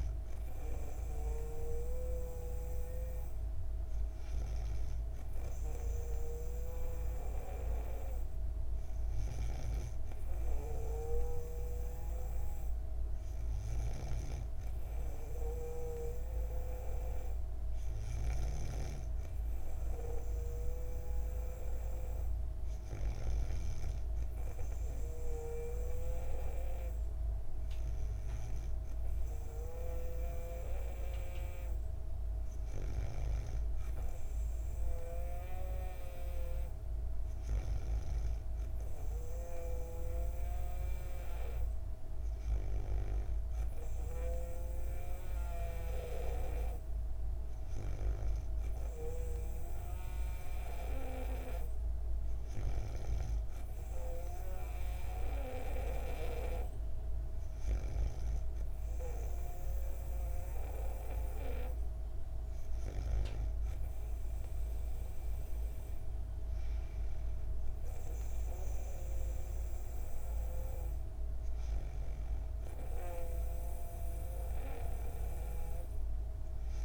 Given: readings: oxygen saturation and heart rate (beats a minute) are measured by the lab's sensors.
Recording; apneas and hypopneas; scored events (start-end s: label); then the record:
breathing in sleep by a room microphone; none
13.50-23.00 s: snoring (device-marked)
32.50-38.00 s: snoring (device-marked)
44.00-53.00 s: snoring (device-marked)
From the record:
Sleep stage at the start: N2 (light sleep); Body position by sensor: on the back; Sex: female